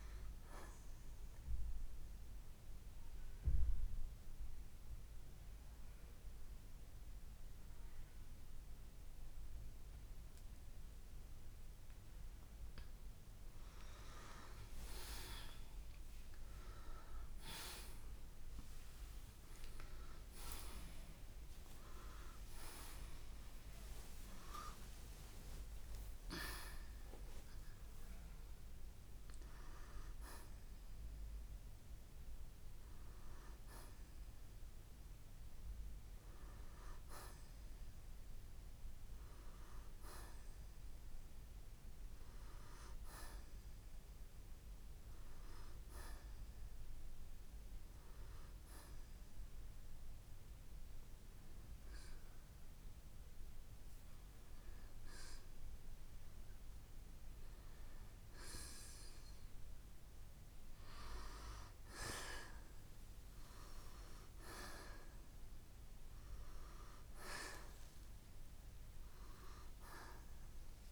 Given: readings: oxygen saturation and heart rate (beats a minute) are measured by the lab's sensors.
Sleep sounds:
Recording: breathing in sleep by a room microphone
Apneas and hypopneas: 1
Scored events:
2.00-13.00 s: mixed apnea (oxygen 94% before, 84% lowest, heart rate 66 before, 57 extreme, up 9 after)
14.50-19.00 s: arousal
25.00-50.00 s: oxygen desaturation (device-marked, oxygen 93% before, 84% lowest, heart rate 62 before, 58 extreme)
66.50-70.00 s: arousal
From the record:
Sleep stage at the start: N2 (light sleep)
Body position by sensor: on the right side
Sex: male

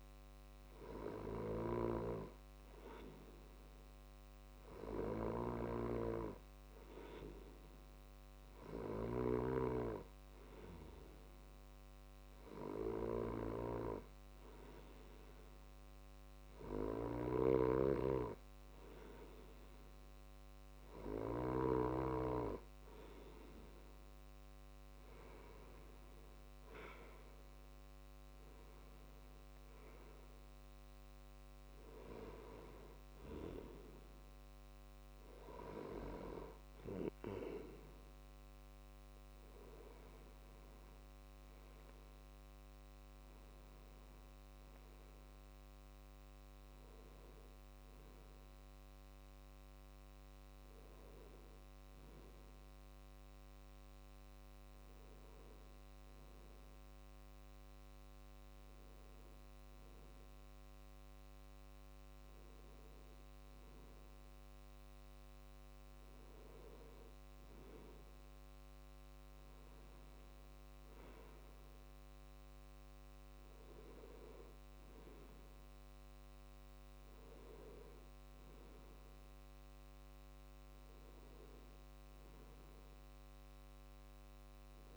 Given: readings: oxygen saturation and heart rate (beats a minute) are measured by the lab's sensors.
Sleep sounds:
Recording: breathing in sleep by a microphone on the trachea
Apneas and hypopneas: none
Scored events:
17.00-21.50 s: snoring (device-marked)
From the record:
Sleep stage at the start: N2 (light sleep)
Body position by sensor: on the left side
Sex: male

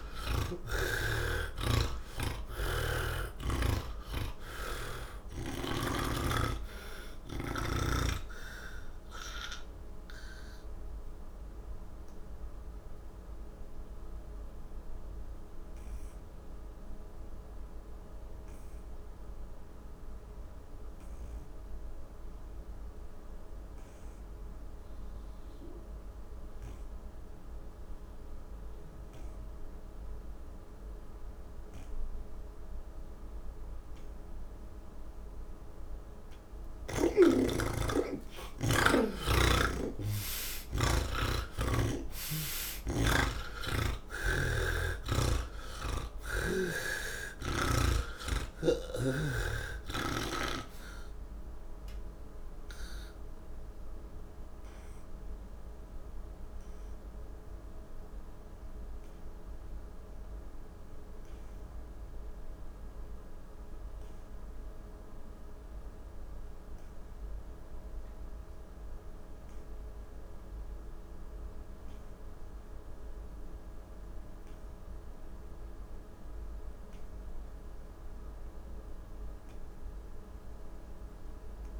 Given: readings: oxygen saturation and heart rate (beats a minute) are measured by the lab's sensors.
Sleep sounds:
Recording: breathing in sleep by a room microphone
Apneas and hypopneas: none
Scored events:
0.00-25.00 s: oxygen desaturation (device-marked, oxygen 78% lowest, heart rate 27 extreme)
4.00-7.50 s: snoring (device-marked)
44.00-47.50 s: snoring (device-marked)
45.00-68.00 s: oxygen desaturation (device-marked, oxygen 94% before, 77% lowest, heart rate 90 before, 38 extreme)
From the record:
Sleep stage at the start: N1 (lightest sleep)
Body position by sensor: on the back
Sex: male

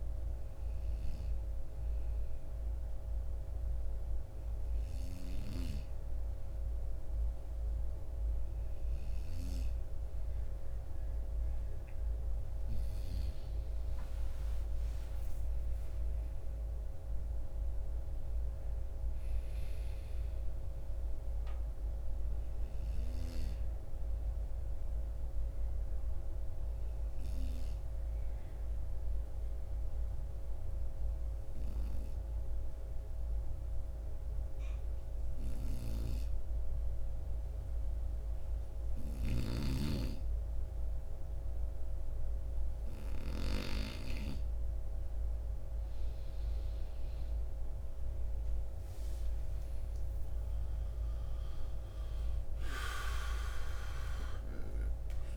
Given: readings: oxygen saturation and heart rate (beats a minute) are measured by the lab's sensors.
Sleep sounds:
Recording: breathing in sleep by a room microphone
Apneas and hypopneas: 2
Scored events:
1.00-11.00 s: obstructive apnea (oxygen 97% before, 90% lowest, heart rate 56 before, 53 extreme, up 7 after)
13.00-17.00 s: arousal
21.00-43.50 s: obstructive apnea (oxygen 97% before, 90% lowest, heart rate 57 before, 53 extreme, up 26 after)
48.00-55.37 s: oxygen desaturation (device-marked, oxygen 96% before, 90% lowest, heart rate 56 before, 52 extreme)
51.50-55.37 s: arousal
From the record:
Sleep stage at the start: N2 (light sleep)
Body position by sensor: on the right side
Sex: male

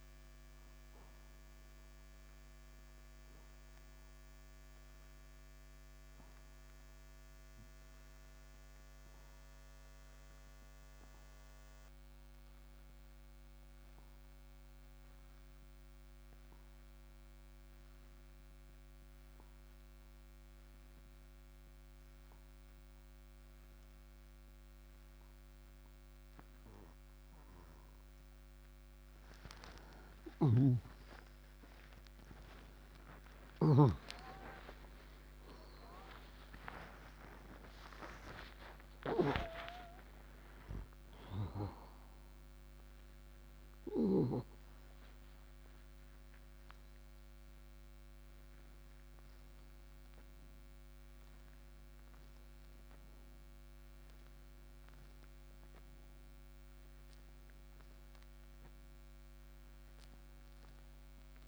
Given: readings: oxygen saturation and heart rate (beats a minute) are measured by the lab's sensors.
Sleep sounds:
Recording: breathing in sleep by a microphone on the trachea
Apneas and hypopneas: 1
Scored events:
0.00-14.00 s: oxygen desaturation (device-marked, oxygen 85% lowest)
5.00-29.00 s: obstructive apnea (oxygen 96% before, 84% lowest)
26.00-61.48 s: oxygen desaturation (device-marked, oxygen 98% before, 84% lowest)
30.50-34.00 s: snoring (device-marked)
32.00-37.50 s: arousal
From the record:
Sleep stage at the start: N2 (light sleep)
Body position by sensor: on the right side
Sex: male

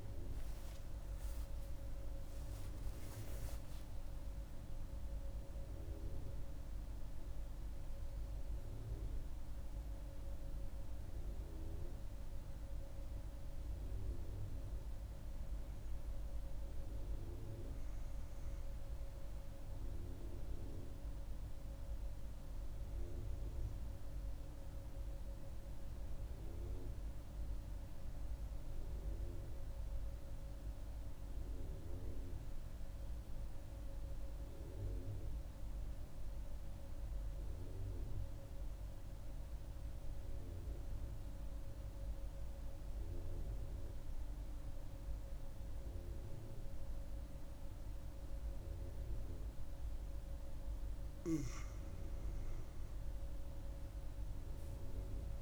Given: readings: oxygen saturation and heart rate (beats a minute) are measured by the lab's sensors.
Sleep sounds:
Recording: breathing in sleep, hard to hear, by a room microphone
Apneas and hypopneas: 1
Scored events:
0.00-4.00 s: arousal
0.00-19.50 s: oxygen desaturation (device-marked, oxygen 92% lowest)
23.50-51.00 s: mixed apnea (oxygen 95% before, 91% lowest)
53.50-55.42 s: arousal
From the record:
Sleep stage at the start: N2 (light sleep)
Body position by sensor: on the right side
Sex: female

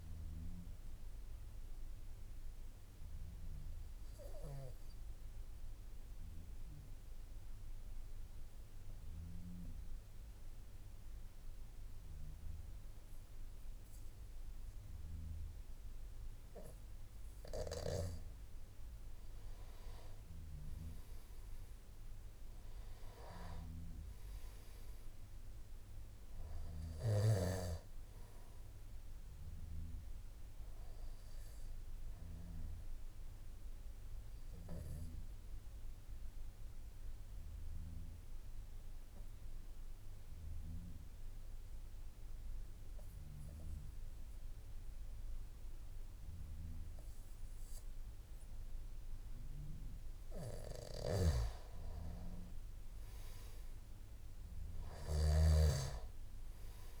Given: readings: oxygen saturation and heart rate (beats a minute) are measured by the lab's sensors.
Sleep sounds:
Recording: breathing in sleep by a room microphone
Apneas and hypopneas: 2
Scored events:
0.00-5.50 s: oxygen desaturation (device-marked, oxygen 91% lowest, heart rate 50 extreme)
1.00-17.00 s: obstructive apnea (oxygen 97% before, 90% lowest, heart rate 54 before, 50 extreme, up 6 after)
25.50-48.50 s: oxygen desaturation (device-marked, oxygen 96% before, 90% lowest, heart rate 54 before, 50 extreme)
25.50-57.00 s: new sleep stage, N3 (deep sleep)
33.50-50.00 s: obstructive apnea (oxygen 97% before, 90% lowest, heart rate 54 before, 51 extreme, up 7 after)
55.00-57.00 s: snoring (device-marked)
From the record:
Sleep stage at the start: N2 (light sleep)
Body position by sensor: on the back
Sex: male

